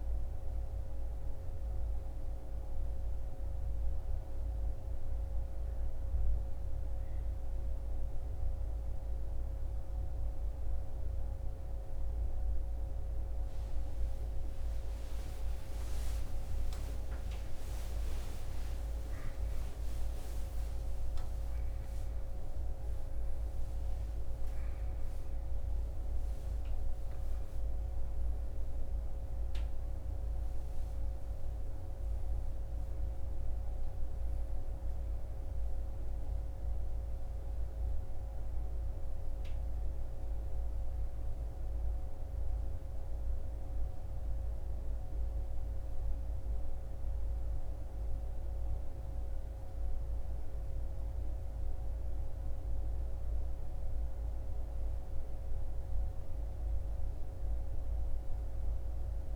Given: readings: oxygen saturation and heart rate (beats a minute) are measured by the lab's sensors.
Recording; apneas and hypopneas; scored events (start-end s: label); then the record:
a person partly awake in a sleep study, hard to hear, by a room microphone; none
20.50-59.36 s: new sleep stage, N1 (lightest sleep)
From the record:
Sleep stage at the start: awake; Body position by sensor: on the back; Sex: male